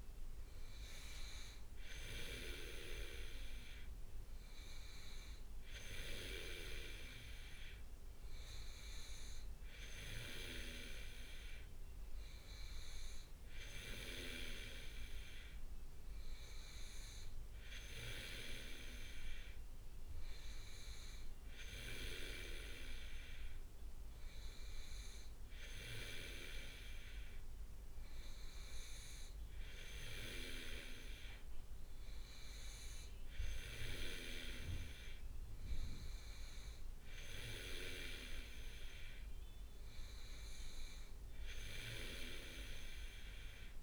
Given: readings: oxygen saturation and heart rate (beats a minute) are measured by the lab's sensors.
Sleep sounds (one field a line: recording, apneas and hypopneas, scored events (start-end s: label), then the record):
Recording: breathing in sleep by a room microphone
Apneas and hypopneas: none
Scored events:
43.00-43.83 s: new sleep stage, awake
From the record:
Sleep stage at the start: N2 (light sleep)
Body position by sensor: on the back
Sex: male